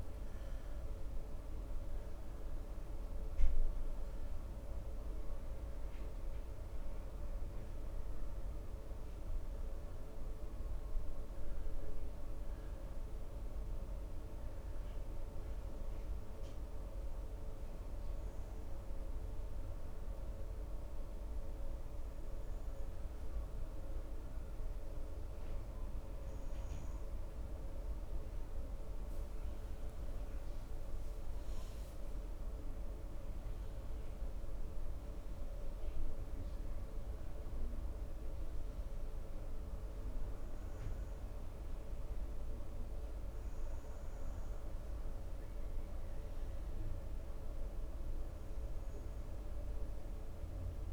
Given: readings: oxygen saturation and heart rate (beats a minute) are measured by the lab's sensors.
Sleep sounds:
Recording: breathing in sleep, hard to hear, by a room microphone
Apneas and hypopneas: 1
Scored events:
0.00-4.50 s: arousal
18.00-29.00 s: hypopnea (oxygen 97% before, 91% lowest, heart rate 72 before, 66 extreme, up 4 after)
31.00-35.50 s: arousal
From the record:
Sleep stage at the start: N2 (light sleep)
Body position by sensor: on the right side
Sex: male

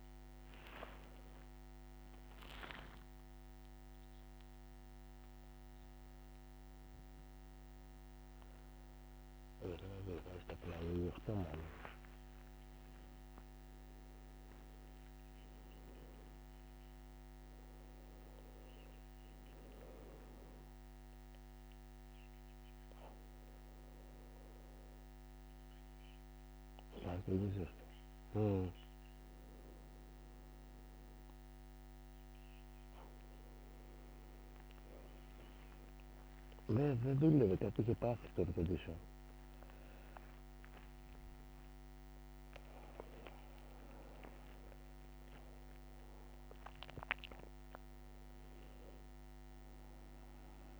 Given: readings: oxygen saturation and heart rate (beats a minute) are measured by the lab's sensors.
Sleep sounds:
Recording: a person awake in a sleep study, by a microphone on the trachea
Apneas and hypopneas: none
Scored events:
none scored
From the record:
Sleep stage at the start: awake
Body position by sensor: on the back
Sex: male

